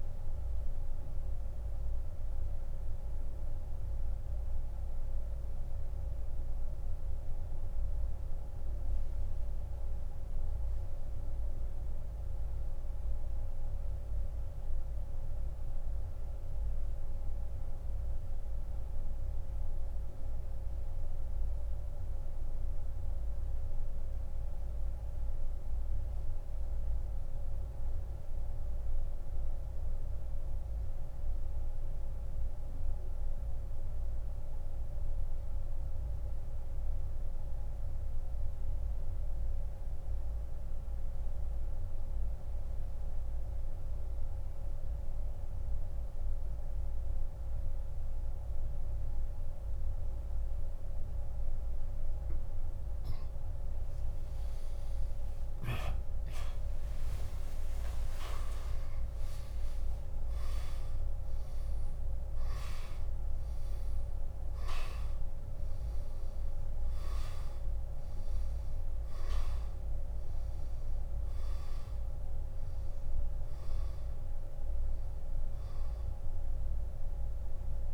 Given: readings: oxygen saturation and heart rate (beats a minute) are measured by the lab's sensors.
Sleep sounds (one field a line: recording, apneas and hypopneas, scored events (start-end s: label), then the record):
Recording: breathing in sleep, hard to hear, by a room microphone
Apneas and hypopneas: 1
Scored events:
7.00-52.00 s: mixed apnea (oxygen 97% before, 82% lowest)
16.50-41.50 s: oxygen desaturation (device-marked, oxygen 93% before, 85% lowest, heart rate 44 before, 38 extreme)
55.00-59.00 s: arousal
59.50-73.50 s: oxygen desaturation (device-marked, oxygen 98% before, 91% lowest)
From the record:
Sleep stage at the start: N2 (light sleep)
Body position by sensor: on the back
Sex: male